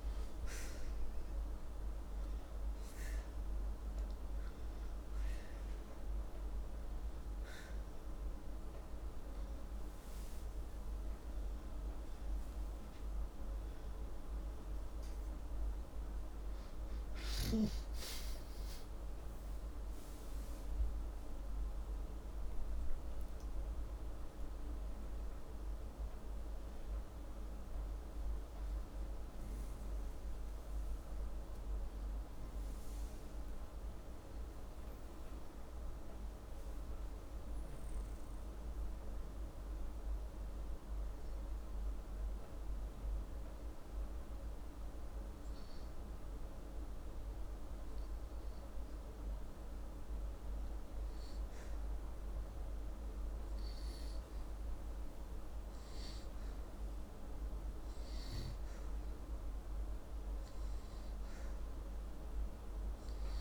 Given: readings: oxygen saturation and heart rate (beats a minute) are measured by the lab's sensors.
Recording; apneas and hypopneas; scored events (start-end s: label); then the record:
breathing in sleep, hard to hear, by a room microphone; 1
32.50-36.00 s: arousal
38.50-50.00 s: hypopnea (oxygen 97% before, 94% lowest, heart rate 84 before, 73 extreme)
52.00-55.00 s: arousal
56.00-63.41 s: oxygen desaturation (device-marked, oxygen 97% before, 94% lowest, heart rate 79 before, 78 extreme)
From the record:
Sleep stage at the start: N2 (light sleep); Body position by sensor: upright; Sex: male